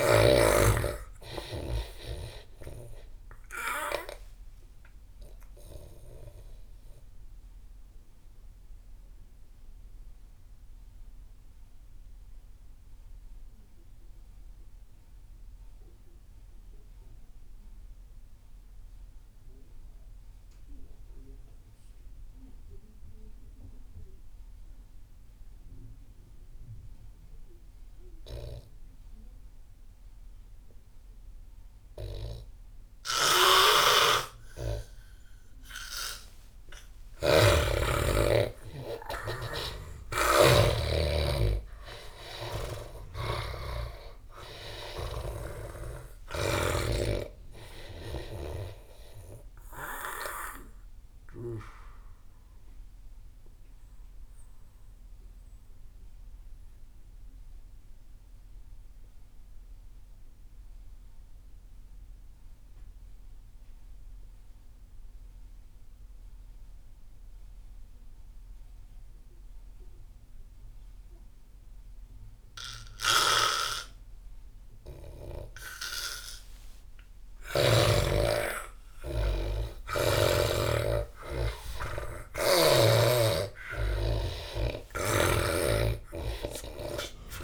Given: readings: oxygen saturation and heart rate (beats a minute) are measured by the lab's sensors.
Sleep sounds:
breathing in sleep by a room microphone; 2
0.00-14.00 s: oxygen desaturation (device-marked, oxygen 84% lowest)
3.00-36.00 s: obstructive apnea (oxygen 98% before, 82% lowest)
30.00-59.00 s: oxygen desaturation (device-marked, oxygen 98% before, 82% lowest)
33.50-46.50 s: snoring (device-marked)
36.50-40.50 s: arousal
51.50-75.00 s: obstructive apnea (oxygen 98% before, 84% lowest)
73.00-78.00 s: snoring (device-marked)
74.00-87.44 s: oxygen desaturation (device-marked, oxygen 98% before, 86% lowest)
77.50-83.50 s: arousal
85.00-87.44 s: snoring (device-marked)
From the record:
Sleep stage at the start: N2 (light sleep); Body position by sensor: on the back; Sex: male

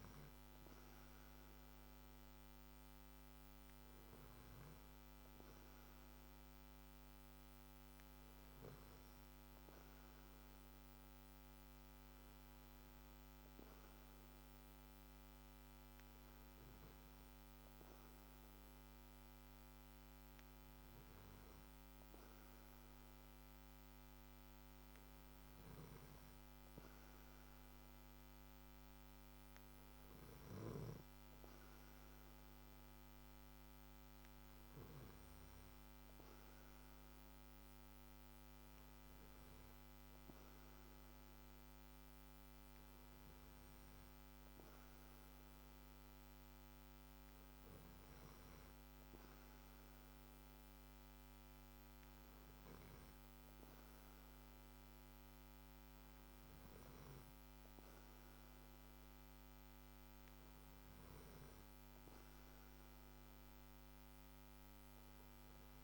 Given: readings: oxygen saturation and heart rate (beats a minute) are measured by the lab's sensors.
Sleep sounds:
breathing in sleep, hard to hear, by a microphone on the trachea; none
none scored
From the record:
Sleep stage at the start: N2 (light sleep); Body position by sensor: on the back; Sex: male

